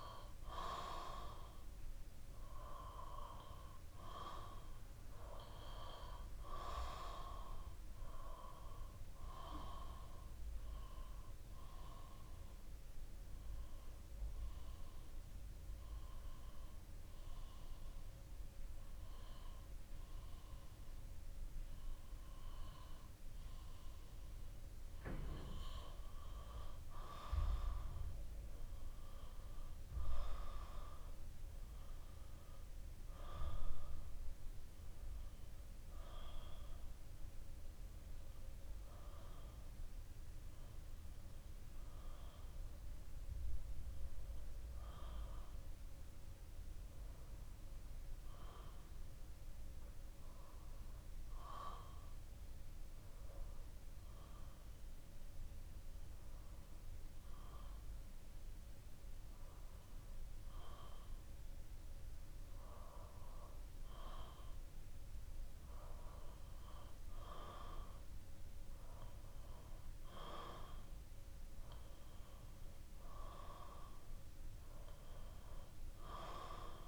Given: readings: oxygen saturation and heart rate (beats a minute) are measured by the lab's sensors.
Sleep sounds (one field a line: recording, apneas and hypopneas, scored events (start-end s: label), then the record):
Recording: breathing in sleep by a room microphone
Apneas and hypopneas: 2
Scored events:
10.00-24.00 s: obstructive apnea (oxygen 97% before, 93% lowest, heart rate 66 before, 60 extreme, up 8 after)
26.50-30.50 s: arousal
45.00-64.50 s: obstructive apnea (oxygen 95% before, 93% lowest, heart rate 66 before, 59 extreme, up 5 after)
49.00-53.00 s: bradycardia (device-marked, heart rate 65 before, 59 extreme)
67.50-71.00 s: arousal
From the record:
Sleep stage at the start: N2 (light sleep)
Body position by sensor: on the back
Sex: male